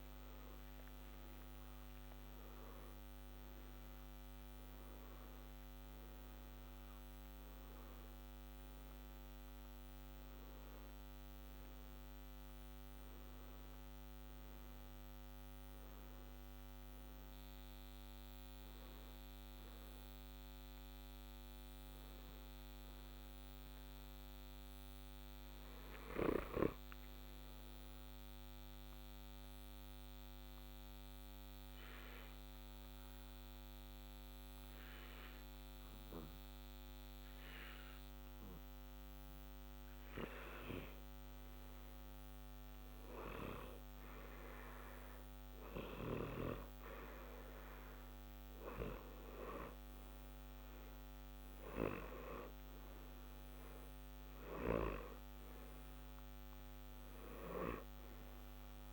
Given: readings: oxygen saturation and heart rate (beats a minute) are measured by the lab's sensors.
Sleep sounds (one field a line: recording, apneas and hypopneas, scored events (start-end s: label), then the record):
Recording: breathing in sleep by a microphone on the trachea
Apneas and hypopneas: 1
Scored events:
12.00-58.93 s: new sleep stage, REM sleep
28.00-43.00 s: obstructive apnea (oxygen 93% before, 90% lowest, heart rate 60 before, 60 extreme, up 0 after)
47.50-52.00 s: arousal
From the record:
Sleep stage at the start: N2 (light sleep)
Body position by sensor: on the back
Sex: male